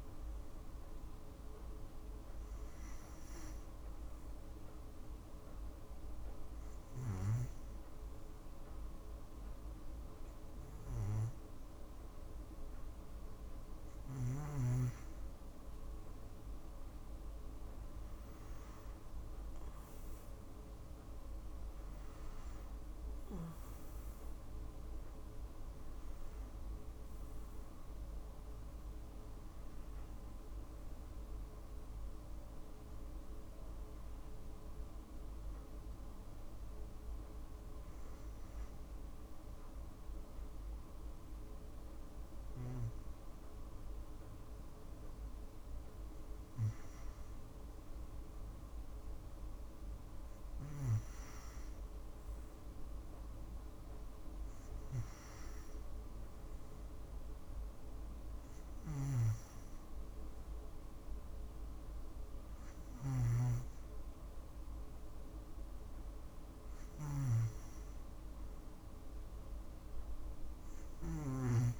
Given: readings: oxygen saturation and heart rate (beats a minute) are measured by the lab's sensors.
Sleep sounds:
breathing in sleep by a room microphone; 2
4.50-15.50 s: hypopnea (oxygen 96% before, 91% lowest, heart rate 58 before, 57 extreme, up 3 after)
19.50-23.50 s: arousal
25.50-40.50 s: oxygen desaturation (device-marked, oxygen 95% before, 91% lowest, heart rate 59 before, 56 extreme)
35.50-45.50 s: hypopnea (oxygen 95% before, 91% lowest, heart rate 59 before, 57 extreme, up 2 after)
48.00-51.50 s: arousal
From the record:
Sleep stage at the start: N2 (light sleep); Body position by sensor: on the back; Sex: female

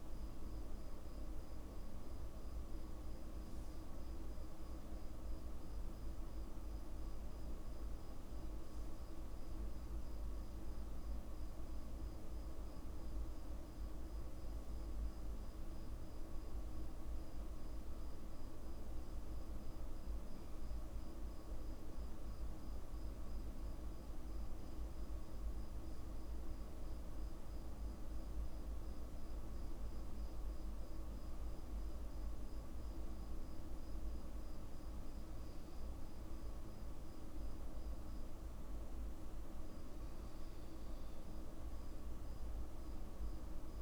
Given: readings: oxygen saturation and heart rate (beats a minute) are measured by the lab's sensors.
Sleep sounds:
breathing in sleep, hard to hear, by a room microphone; none
none scored
From the record:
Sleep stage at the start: N2 (light sleep); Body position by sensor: on the back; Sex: male

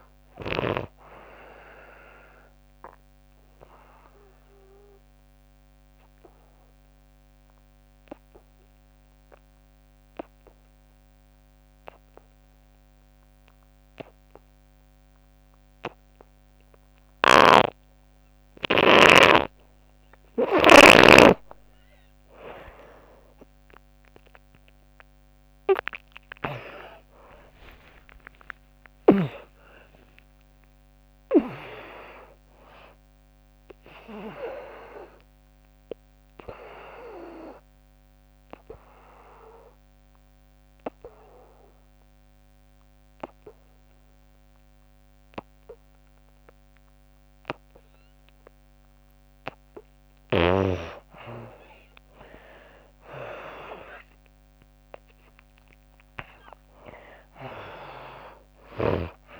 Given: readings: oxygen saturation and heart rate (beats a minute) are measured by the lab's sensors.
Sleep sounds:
breathing in sleep by a microphone on the trachea; 2
0.00-8.50 s: oxygen desaturation (device-marked, oxygen 81% lowest, heart rate 64 extreme)
2.50-17.50 s: obstructive apnea (oxygen 99% before, 76% lowest, heart rate 77 before, 64 extreme, up 9 after)
17.00-20.50 s: snoring (device-marked)
21.50-47.50 s: oxygen desaturation (device-marked, oxygen 97% before, 76% lowest, heart rate 71 before, 68 extreme)
24.00-29.00 s: arousal
35.00-49.00 s: obstructive apnea (oxygen 97% before, 77% lowest, heart rate 79 before, 68 extreme, up 16 after)
49.50-59.40 s: oxygen desaturation (device-marked, oxygen 98% before, 81% lowest, heart rate 85 before, 68 extreme)
53.00-56.50 s: arousal
From the record:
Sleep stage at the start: N2 (light sleep); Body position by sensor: on the back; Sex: female

